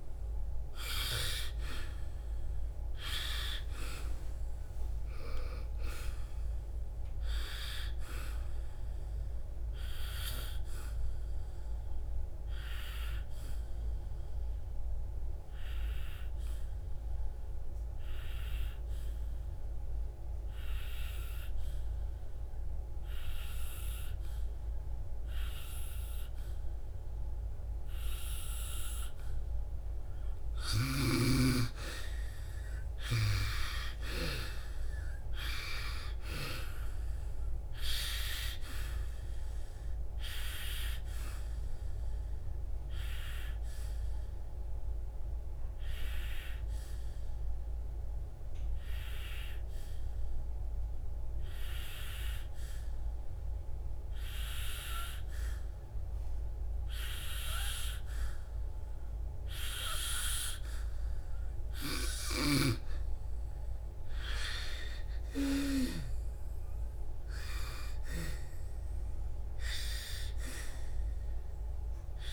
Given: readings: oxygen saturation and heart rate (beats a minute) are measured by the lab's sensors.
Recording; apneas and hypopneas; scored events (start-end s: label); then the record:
breathing in sleep by a room microphone; 2
0.00-30.50 s: oxygen desaturation (device-marked, oxygen 91% lowest, heart rate 57 extreme)
10.50-31.00 s: obstructive apnea (oxygen 99% before, 88% lowest, heart rate 68 before, 57 extreme, up 10 after)
32.50-35.50 s: arousal
40.50-63.50 s: oxygen desaturation (device-marked, oxygen 96% before, 88% lowest, heart rate 64 before, 56 extreme)
41.00-63.00 s: obstructive apnea (oxygen 96% before, 88% lowest, heart rate 64 before, 56 extreme, up 11 after)
65.00-69.00 s: arousal
From the record:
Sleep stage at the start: N2 (light sleep); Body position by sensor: on the back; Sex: female